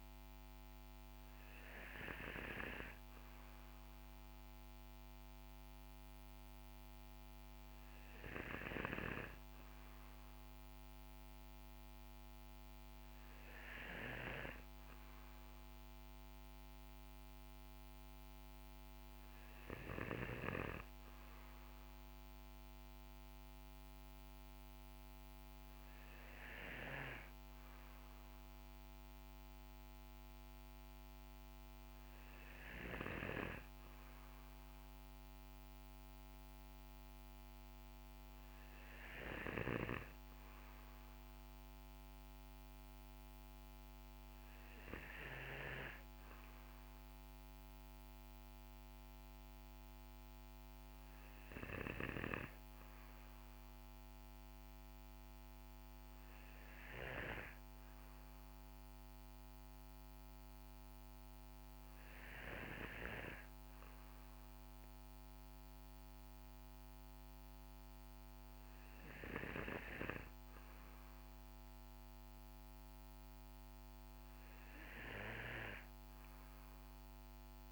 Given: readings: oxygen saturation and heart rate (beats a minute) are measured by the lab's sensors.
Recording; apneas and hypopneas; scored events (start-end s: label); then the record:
breathing in sleep by a microphone on the trachea; none
none scored
From the record:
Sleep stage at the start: N2 (light sleep); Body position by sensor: on the back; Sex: male